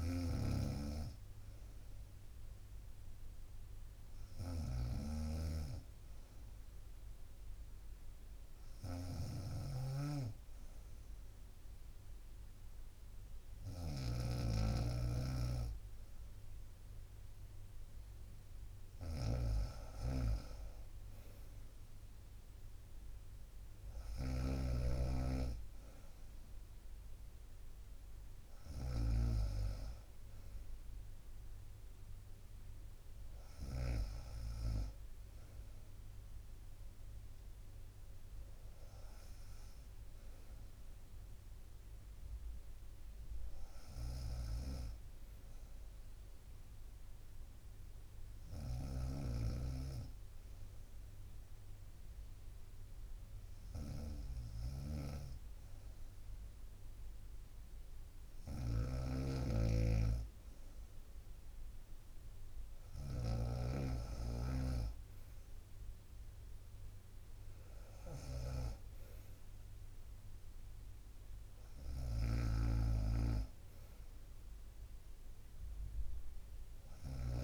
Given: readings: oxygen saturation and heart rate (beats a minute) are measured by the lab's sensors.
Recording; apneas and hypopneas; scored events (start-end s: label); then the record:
breathing in sleep by a room microphone; 2
0.00-34.00 s: snoring (device-marked)
8.00-19.00 s: obstructive apnea (oxygen 95% before, 93% lowest, heart rate 65 before, 64 extreme, up 3 after)
16.00-31.00 s: drop in pulse transit time (device-marked, heart rate 65 before, 64 extreme)
23.50-27.50 s: arousal
44.00-77.43 s: snoring (device-marked)
49.00-61.00 s: obstructive apnea (oxygen 94% before, 93% lowest, heart rate 66 before, 63 extreme, up 3 after)
66.00-69.50 s: arousal
From the record:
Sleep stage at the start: N2 (light sleep); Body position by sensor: on the right side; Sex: female